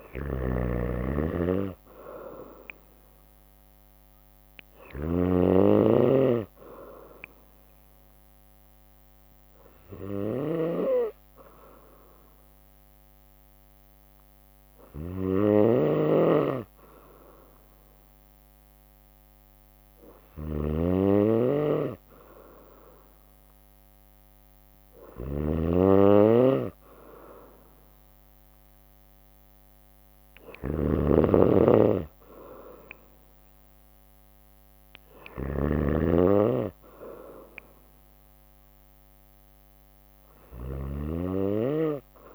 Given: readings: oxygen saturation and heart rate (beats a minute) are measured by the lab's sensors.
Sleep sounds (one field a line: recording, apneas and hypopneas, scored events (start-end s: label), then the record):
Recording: breathing in sleep by a microphone on the trachea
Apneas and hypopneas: none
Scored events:
0.00-42.35 s: snoring (device-marked)
From the record:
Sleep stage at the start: N2 (light sleep)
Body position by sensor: on the right side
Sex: female